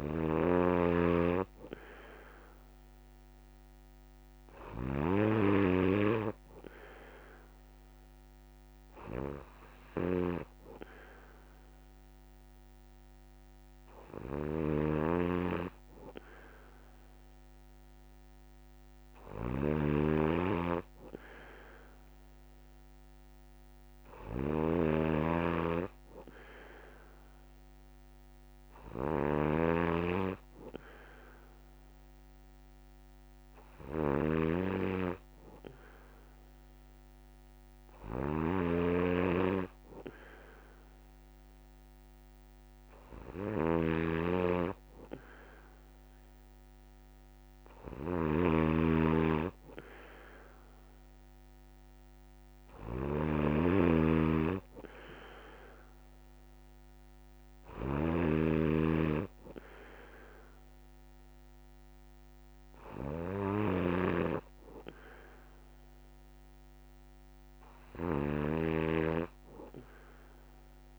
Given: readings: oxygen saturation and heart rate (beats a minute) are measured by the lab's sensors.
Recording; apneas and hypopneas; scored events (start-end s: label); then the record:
breathing in sleep by a microphone on the trachea; none
0.00-5.00 s: snoring (device-marked)
14.00-70.99 s: snoring (device-marked)
29.00-70.99 s: new sleep stage, N1 (lightest sleep)
From the record:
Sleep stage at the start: N3 (deep sleep); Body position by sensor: on the back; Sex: male